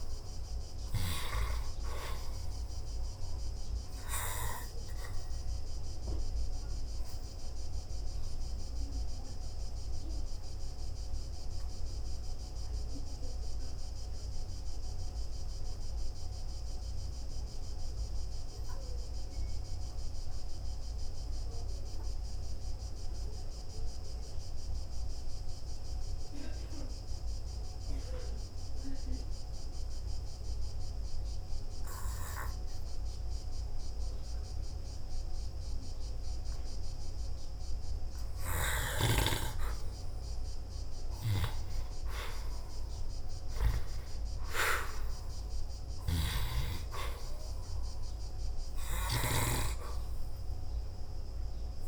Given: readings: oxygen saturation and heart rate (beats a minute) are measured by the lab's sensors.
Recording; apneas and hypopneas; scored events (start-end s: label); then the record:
breathing in sleep by a room microphone; 1
7.00-38.00 s: hypopnea (oxygen 97% before, 86% lowest, heart rate 56 before, 52 extreme, up 4 after)
17.50-34.50 s: oxygen desaturation (device-marked, oxygen 94% before, 86% lowest, heart rate 58 before, 52 extreme)
41.00-44.50 s: arousal
49.50-51.50 s: oxygen desaturation (device-marked, oxygen 96% before, 92% lowest, heart rate 54 before, 55 extreme)
From the record:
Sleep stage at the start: N2 (light sleep); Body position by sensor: on the back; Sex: male